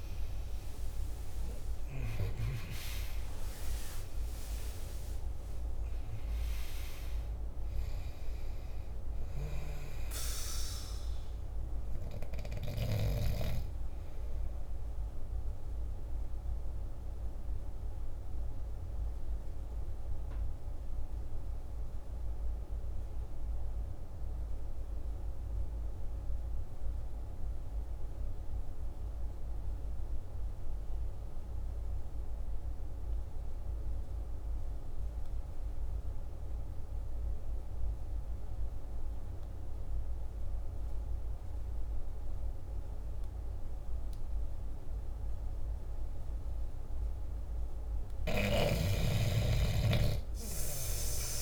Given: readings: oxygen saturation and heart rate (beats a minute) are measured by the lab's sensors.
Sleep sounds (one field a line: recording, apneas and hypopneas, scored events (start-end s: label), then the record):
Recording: breathing in sleep by a room microphone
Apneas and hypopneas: 1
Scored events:
0.00-1.00 s: arousal
0.00-29.50 s: oxygen desaturation (device-marked, oxygen 85% lowest, heart rate 48 extreme)
16.50-47.00 s: obstructive apnea (oxygen 98% before, 84% lowest, heart rate 58 before, 48 extreme, up 10 after)
42.50-51.42 s: oxygen desaturation (device-marked, oxygen 99% before, 84% lowest, heart rate 49 before, 48 extreme)
From the record:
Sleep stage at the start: N2 (light sleep)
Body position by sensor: on the back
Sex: male